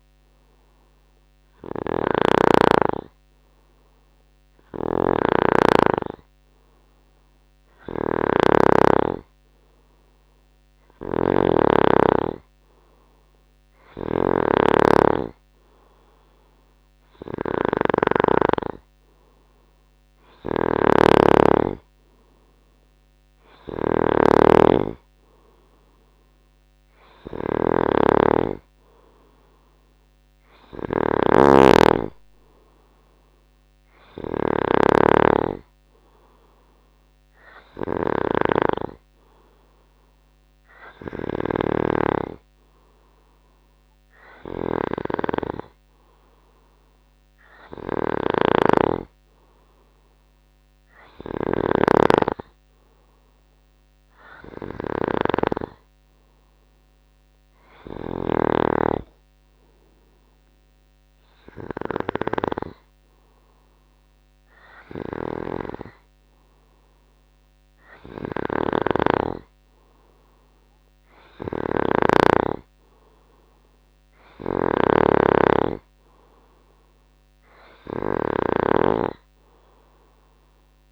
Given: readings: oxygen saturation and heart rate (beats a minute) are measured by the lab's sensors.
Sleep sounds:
breathing in sleep by a microphone on the trachea; none
0.00-62.50 s: snoring (device-marked)
68.50-80.92 s: snoring (device-marked)
From the record:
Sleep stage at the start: N2 (light sleep); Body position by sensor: on the right side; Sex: male

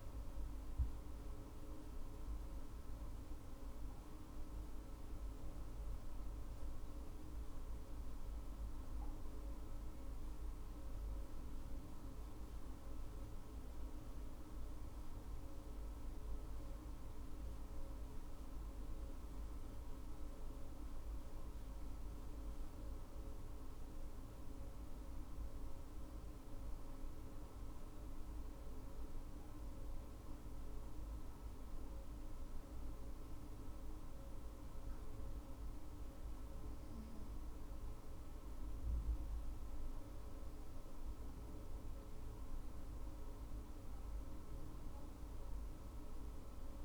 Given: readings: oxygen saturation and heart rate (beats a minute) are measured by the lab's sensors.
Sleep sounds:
breathing in sleep, hard to hear, by a room microphone; none
none scored
From the record:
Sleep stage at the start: N2 (light sleep); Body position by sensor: on the right side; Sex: female

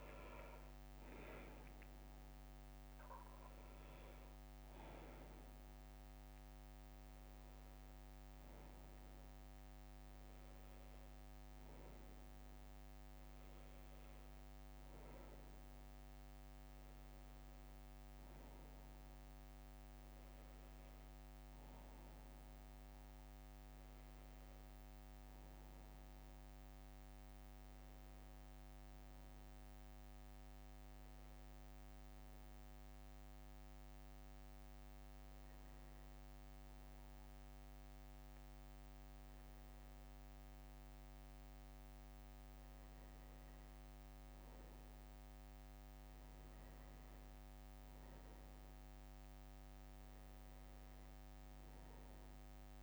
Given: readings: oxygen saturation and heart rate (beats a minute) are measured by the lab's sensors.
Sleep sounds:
breathing in sleep, hard to hear, by a microphone on the trachea; 1
3.00-33.00 s: new sleep stage, N1 (lightest sleep)
30.00-43.00 s: hypopnea (oxygen 99% before, 94% lowest, heart rate 73 before, 65 extreme, up 2 after)
33.00-52.83 s: new sleep stage, N2 (light sleep)
45.50-49.00 s: arousal
From the record:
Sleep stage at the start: N2 (light sleep); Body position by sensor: on the back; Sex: male

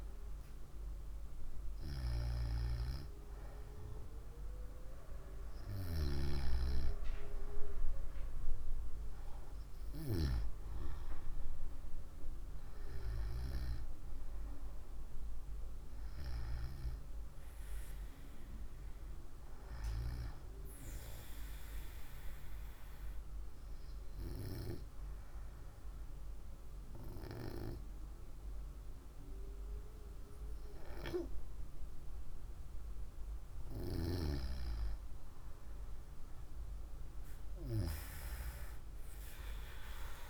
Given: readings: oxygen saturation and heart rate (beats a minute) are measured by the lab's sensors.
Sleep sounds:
breathing in sleep by a room microphone; 1
22.00-33.00 s: hypopnea (oxygen 95% before, 94% lowest, heart rate 59 before, 56 extreme, up 0 after)
35.50-39.50 s: arousal
From the record:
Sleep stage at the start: N2 (light sleep); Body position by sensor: on the right side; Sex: female

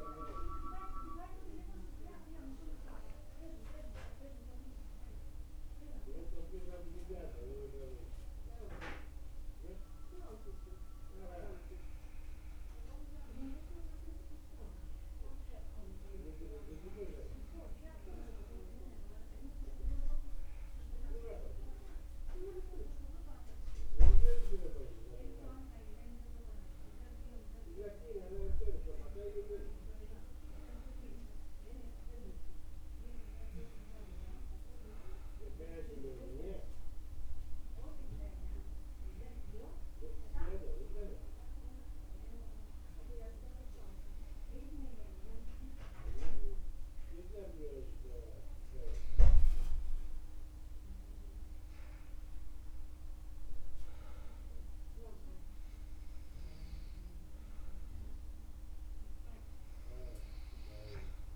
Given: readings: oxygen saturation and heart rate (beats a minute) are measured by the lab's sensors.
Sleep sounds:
breathing in sleep by a room microphone; 1
18.00-61.36 s: new sleep stage, N2 (light sleep)
35.50-48.50 s: hypopnea (oxygen 98% before, 96% lowest, heart rate 66 before, 57 extreme, up 4 after)
50.50-54.00 s: arousal
From the record:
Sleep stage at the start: N1 (lightest sleep); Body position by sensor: on the back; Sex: male

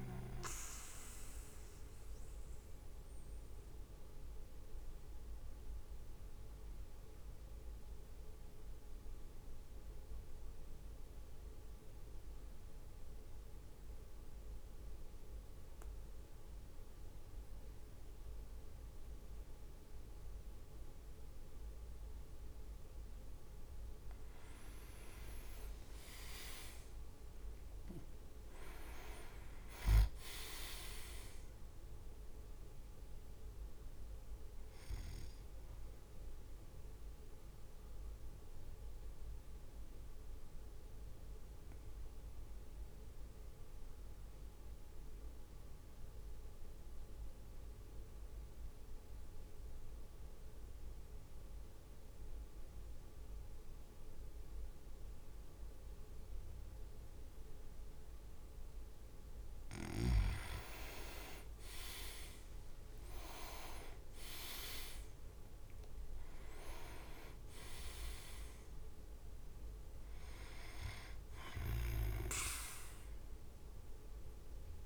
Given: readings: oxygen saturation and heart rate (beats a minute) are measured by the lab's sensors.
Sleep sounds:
breathing in sleep by a room microphone; 2
0.50-23.00 s: mixed apnea (oxygen 99% before, 96% lowest, heart rate 57 before, 52 extreme, up 7 after)
24.50-27.00 s: leg movement (device-marked)
25.00-28.50 s: arousal
27.50-40.50 s: drop in pulse transit time (device-marked, heart rate 55 before, 52 extreme)
27.50-42.50 s: oxygen desaturation (device-marked, oxygen 100% before, 96% lowest, heart rate 55 before, 52 extreme)
29.50-32.00 s: leg movement (device-marked)
34.50-59.50 s: mixed apnea (oxygen 100% before, 95% lowest, heart rate 57 before, 52 extreme, up 8 after)
62.00-64.50 s: leg movement (device-marked)
62.50-67.50 s: arousal
63.50-74.85 s: drop in pulse transit time (device-marked, heart rate 55 before, 56 extreme)
From the record:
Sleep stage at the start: N2 (light sleep); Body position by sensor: on the back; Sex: male

